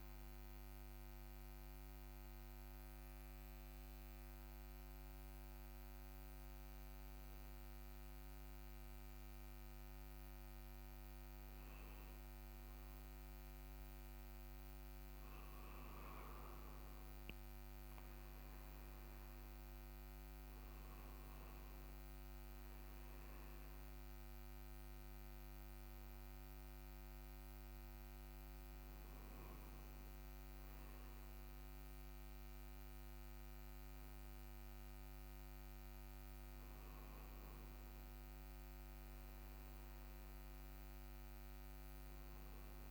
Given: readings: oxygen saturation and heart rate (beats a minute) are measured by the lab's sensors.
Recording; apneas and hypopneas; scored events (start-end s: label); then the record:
breathing in sleep, hard to hear, by a microphone on the trachea; 1
1.00-14.50 s: mixed apnea (oxygen 98% before, 93% lowest, heart rate 66 before, 66 extreme, up 2 after)
17.00-21.00 s: arousal
From the record:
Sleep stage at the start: N2 (light sleep); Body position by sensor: on the front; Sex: male